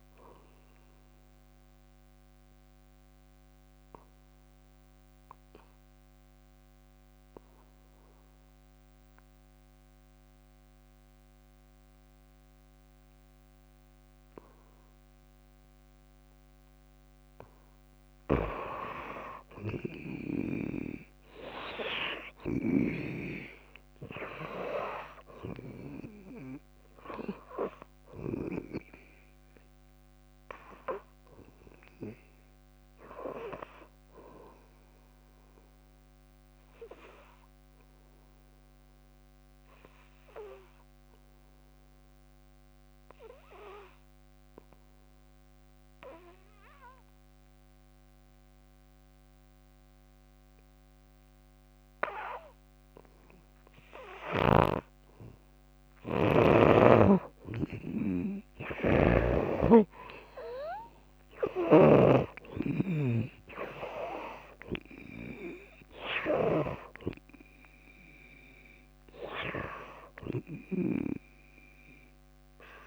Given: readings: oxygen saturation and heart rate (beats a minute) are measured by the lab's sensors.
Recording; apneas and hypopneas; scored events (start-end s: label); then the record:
breathing in sleep by a microphone on the trachea; 2
0.00-1.00 s: oxygen desaturation (device-marked, oxygen 72% lowest, heart rate 53 extreme)
1.50-16.50 s: obstructive apnea (oxygen 89% before, 78% lowest, heart rate 61 before, 56 extreme, up 8 after)
6.00-26.00 s: drop in pulse transit time (device-marked, heart rate 58 before, 57 extreme)
18.00-23.00 s: snoring (device-marked)
19.00-22.00 s: arousal
21.00-39.00 s: oxygen desaturation (device-marked, oxygen 98% before, 85% lowest, heart rate 59 before, 56 extreme)
36.00-54.50 s: obstructive apnea (oxygen 98% before, 78% lowest, heart rate 61 before, 55 extreme, up 10 after)
55.00-72.87 s: oxygen desaturation (device-marked, oxygen 97% before, 78% lowest, heart rate 59 before, 55 extreme)
55.50-58.00 s: arousal
61.00-70.00 s: drop in pulse transit time (device-marked, heart rate 61 before, 61 extreme)
From the record:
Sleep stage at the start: N2 (light sleep); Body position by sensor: on the back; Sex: female